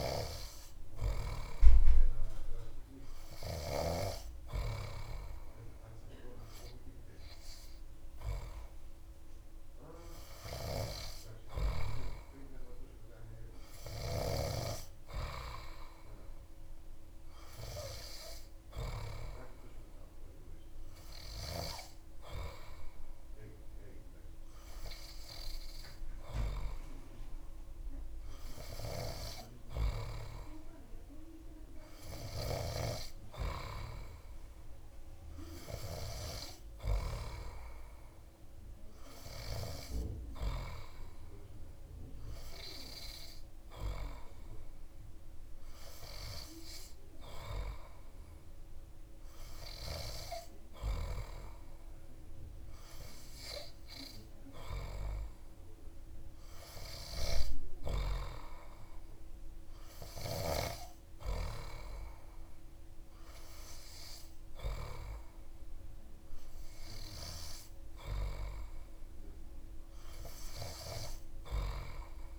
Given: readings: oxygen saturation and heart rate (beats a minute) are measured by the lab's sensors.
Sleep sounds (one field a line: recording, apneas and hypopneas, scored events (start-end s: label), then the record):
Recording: breathing in sleep by a room microphone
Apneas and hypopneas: none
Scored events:
none scored
From the record:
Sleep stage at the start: N3 (deep sleep)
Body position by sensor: on the back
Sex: male